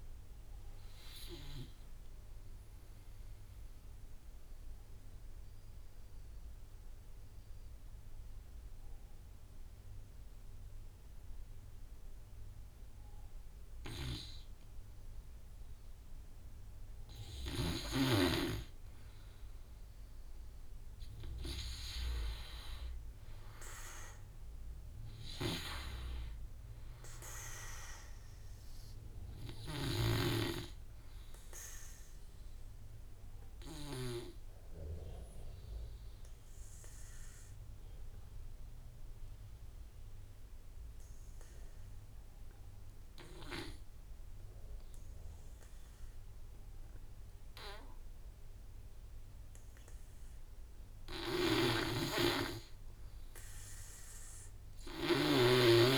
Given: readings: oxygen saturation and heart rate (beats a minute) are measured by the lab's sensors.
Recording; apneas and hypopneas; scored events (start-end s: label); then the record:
breathing in sleep by a room microphone; 2
0.00-4.00 s: drop in pulse transit time (device-marked, heart rate 56 extreme)
0.00-14.00 s: oxygen desaturation (device-marked, oxygen 87% lowest, heart rate 47 extreme)
0.50-15.50 s: mixed apnea (oxygen 98% before, 87% lowest, heart rate 63 before, 47 extreme, up 9 after)
21.50-24.50 s: arousal
23.00-42.00 s: oxygen desaturation (device-marked, oxygen 98% before, 90% lowest, heart rate 52 before, 47 extreme)
31.00-50.50 s: obstructive apnea (oxygen 98% before, 83% lowest, heart rate 54 before, 49 extreme, up 7 after)
51.00-55.98 s: snoring (device-marked)
53.00-55.98 s: arousal
53.00-55.98 s: oxygen desaturation (device-marked, oxygen 97% before, 87% lowest, heart rate 52 before, 48 extreme)
From the record:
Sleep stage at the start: N2 (light sleep); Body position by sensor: on the back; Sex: male